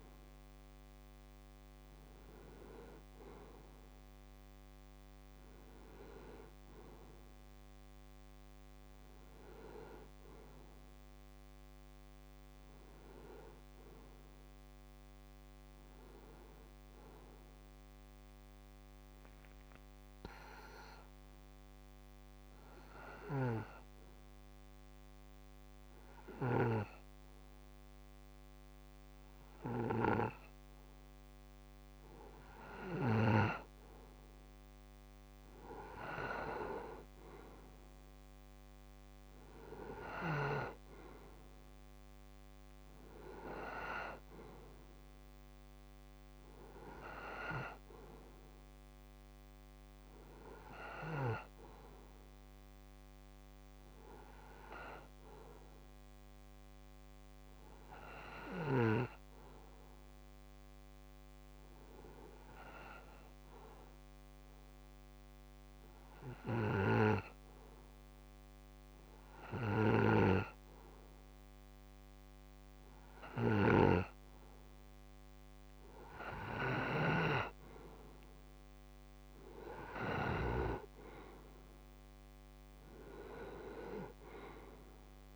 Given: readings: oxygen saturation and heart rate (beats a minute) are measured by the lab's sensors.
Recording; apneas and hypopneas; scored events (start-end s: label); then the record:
breathing in sleep by a microphone on the trachea; 2
0.00-14.00 s: oxygen desaturation (device-marked, oxygen 89% lowest)
17.50-32.50 s: obstructive apnea (oxygen 96% before, 91% lowest)
35.00-38.50 s: arousal
36.00-55.00 s: oxygen desaturation (device-marked, oxygen 95% before, 91% lowest)
59.00-75.00 s: obstructive apnea (oxygen 95% before, 90% lowest)
78.00-85.36 s: oxygen desaturation (device-marked, oxygen 94% before, 90% lowest)
82.00-85.36 s: arousal
From the record:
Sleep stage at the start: N2 (light sleep); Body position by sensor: on the right side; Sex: male